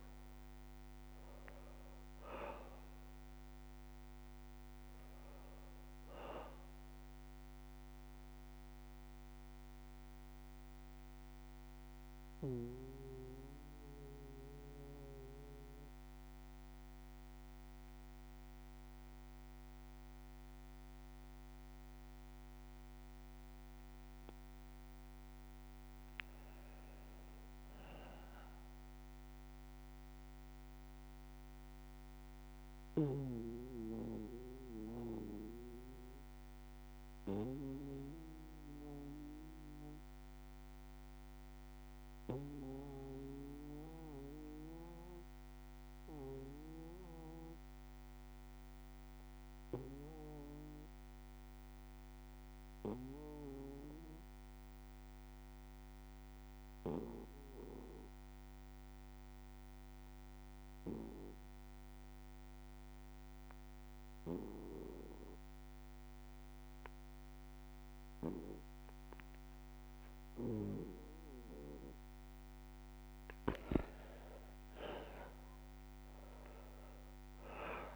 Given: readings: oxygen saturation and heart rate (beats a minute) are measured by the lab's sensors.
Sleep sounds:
breathing in sleep by a microphone on the trachea; 2
0.00-22.50 s: oxygen desaturation (device-marked, oxygen 85% lowest, heart rate 58 extreme)
8.50-22.00 s: obstructive apnea (oxygen 95% before, 85% lowest, heart rate 61 before, 58 extreme, up 3 after)
24.50-28.50 s: arousal
33.00-71.00 s: obstructive apnea (oxygen 98% before, 89% lowest, heart rate 63 before, 58 extreme, up 3 after)
40.50-62.50 s: bradycardia (device-marked, heart rate 59 before, 58 extreme)
74.50-77.96 s: arousal
From the record:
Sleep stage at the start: REM sleep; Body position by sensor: on the back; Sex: male

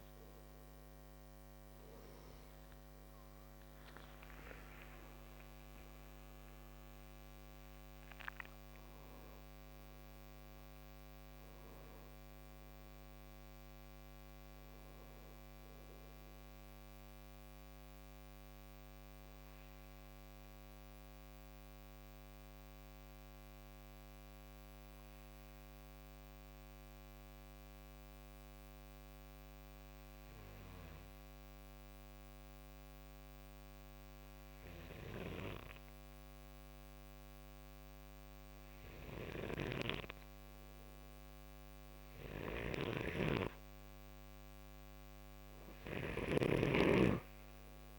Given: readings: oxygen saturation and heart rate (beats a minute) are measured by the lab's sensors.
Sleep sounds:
breathing in sleep by a microphone on the trachea; 1
0.00-4.00 s: snoring (device-marked)
2.00-28.00 s: oxygen desaturation (device-marked, oxygen 97% before, 90% lowest, heart rate 59 before, 53 extreme)
3.00-9.00 s: arousal
19.50-38.00 s: obstructive apnea (oxygen 97% before, 90% lowest, heart rate 75 before, 55 extreme, up 4 after)
38.50-45.50 s: snoring (device-marked)
42.00-47.99 s: oxygen desaturation (device-marked, oxygen 98% before, 92% lowest, heart rate 57 before, 56 extreme)
42.50-47.00 s: arousal
From the record:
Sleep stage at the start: N2 (light sleep); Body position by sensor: on the right side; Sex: male

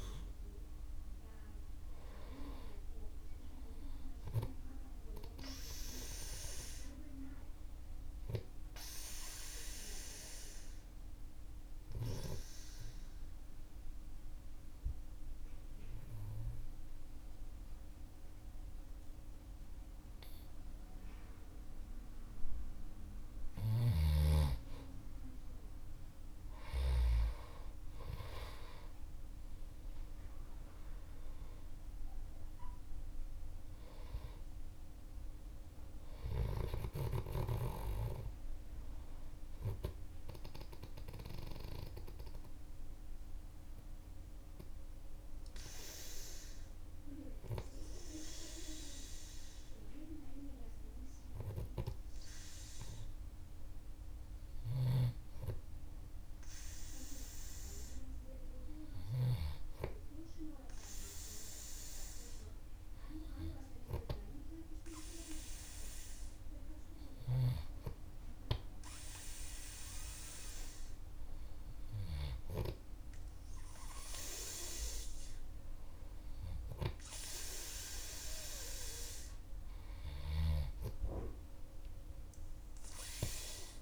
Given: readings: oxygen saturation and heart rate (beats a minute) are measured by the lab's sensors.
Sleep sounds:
breathing in sleep by a room microphone; 2
0.00-3.00 s: arousal
9.50-22.50 s: obstructive apnea (oxygen 98% before, 93% lowest, heart rate 57 before, 48 extreme, up 13 after)
28.00-33.50 s: arousal
39.50-52.00 s: obstructive apnea (oxygen 97% before, 93% lowest, heart rate 58 before, 49 extreme, up 5 after)
56.00-59.00 s: arousal
56.00-67.00 s: oxygen desaturation (device-marked, oxygen 97% before, 93% lowest, heart rate 53 before, 49 extreme)
From the record:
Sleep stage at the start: N2 (light sleep); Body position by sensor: on the back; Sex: male

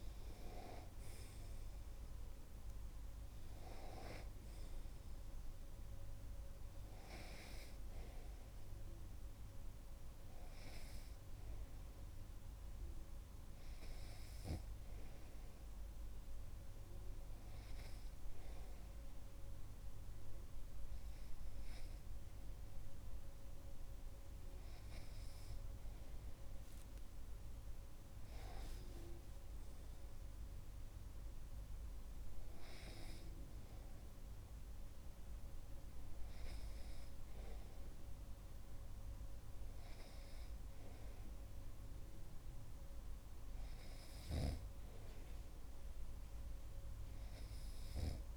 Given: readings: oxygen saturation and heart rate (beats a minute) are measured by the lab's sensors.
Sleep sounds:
breathing in sleep by a room microphone; 1
13.50-26.00 s: hypopnea (oxygen 95% before, 94% lowest)
28.50-33.50 s: arousal
From the record:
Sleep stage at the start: N2 (light sleep); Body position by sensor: on the right side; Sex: male

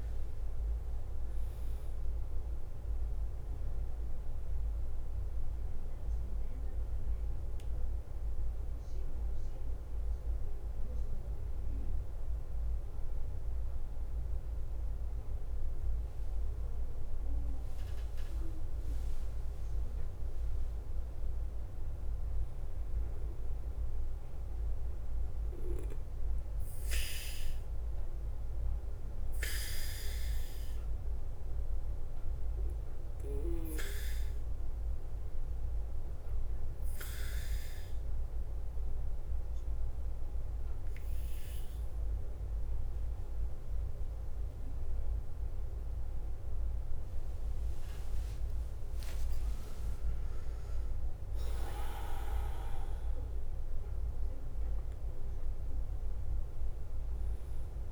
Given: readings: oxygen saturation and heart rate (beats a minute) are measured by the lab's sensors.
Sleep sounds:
breathing in sleep by a room microphone; 2
0.00-57.92 s: bradycardia (device-marked, heart rate 43 extreme)
5.00-19.50 s: obstructive apnea (oxygen 96% before, 91% lowest, heart rate 53 before, 49 extreme, up 5 after)
10.00-26.00 s: oxygen desaturation (device-marked, oxygen 95% before, 91% lowest, heart rate 53 before, 49 extreme)
21.50-26.00 s: arousal
35.50-47.00 s: mixed apnea (oxygen 97% before, 94% lowest, heart rate 52 before, 46 extreme, up 5 after)
44.00-49.00 s: oxygen desaturation (device-marked, oxygen 98% before, 94% lowest, heart rate 51 before, 45 extreme)
48.50-54.00 s: arousal
From the record:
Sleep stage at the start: N2 (light sleep); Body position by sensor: on the back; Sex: male

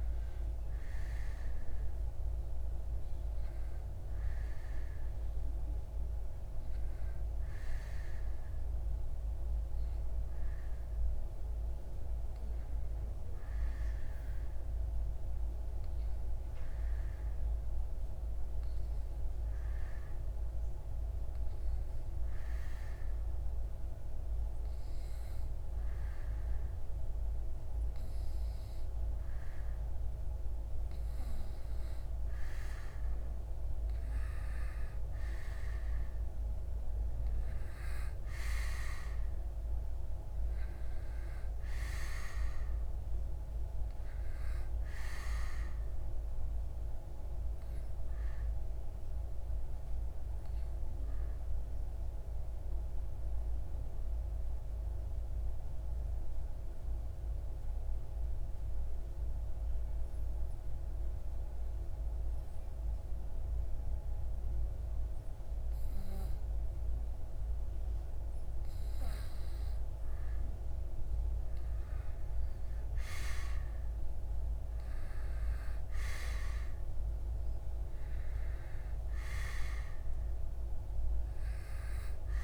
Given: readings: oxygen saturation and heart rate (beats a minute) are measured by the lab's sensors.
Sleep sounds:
breathing in sleep, hard to hear, by a room microphone; 2
9.00-30.50 s: obstructive apnea (oxygen 97% before, 92% lowest)
32.50-36.00 s: arousal
46.50-67.00 s: obstructive apnea (oxygen 95% before, 92% lowest)
70.50-74.50 s: arousal
71.50-82.44 s: oxygen desaturation (device-marked, oxygen 96% before, 92% lowest)
From the record:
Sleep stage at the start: N2 (light sleep); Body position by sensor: on the back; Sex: male

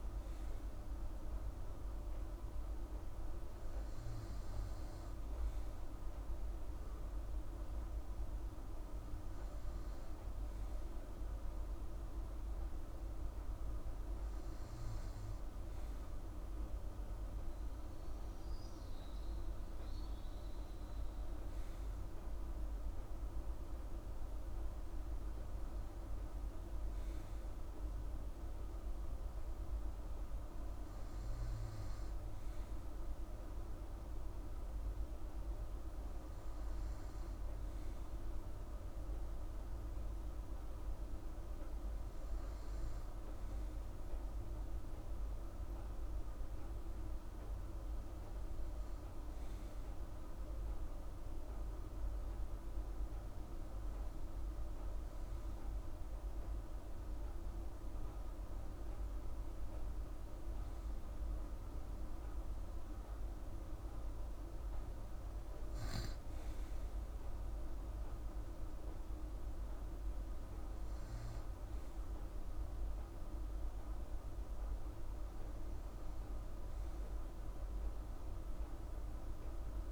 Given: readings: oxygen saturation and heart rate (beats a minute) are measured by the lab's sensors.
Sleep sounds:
breathing in sleep, hard to hear, by a room microphone; none
none scored
From the record:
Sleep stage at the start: N2 (light sleep); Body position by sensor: on the right side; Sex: female

